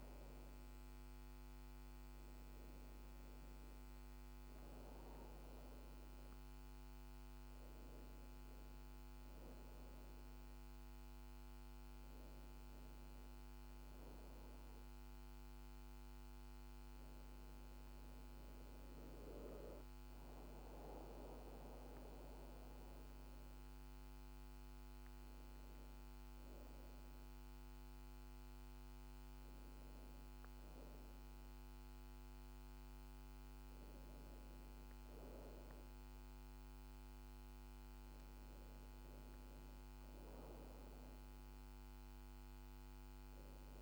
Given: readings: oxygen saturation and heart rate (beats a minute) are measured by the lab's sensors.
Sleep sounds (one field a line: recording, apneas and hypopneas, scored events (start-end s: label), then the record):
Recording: breathing in sleep, hard to hear, by a microphone on the trachea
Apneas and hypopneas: none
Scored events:
none scored
From the record:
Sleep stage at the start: N1 (lightest sleep)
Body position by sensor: on the back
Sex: female